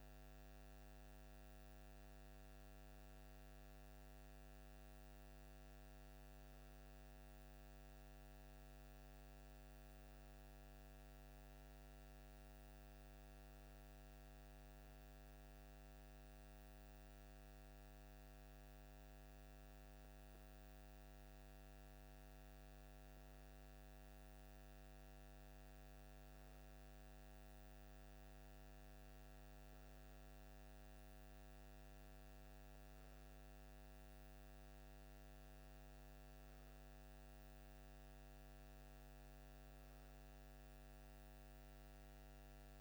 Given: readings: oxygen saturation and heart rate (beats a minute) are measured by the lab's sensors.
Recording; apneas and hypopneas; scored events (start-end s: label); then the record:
breathing in sleep, hard to hear, by a microphone on the trachea; none
none scored
From the record:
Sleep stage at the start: REM sleep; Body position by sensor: on the left side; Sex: male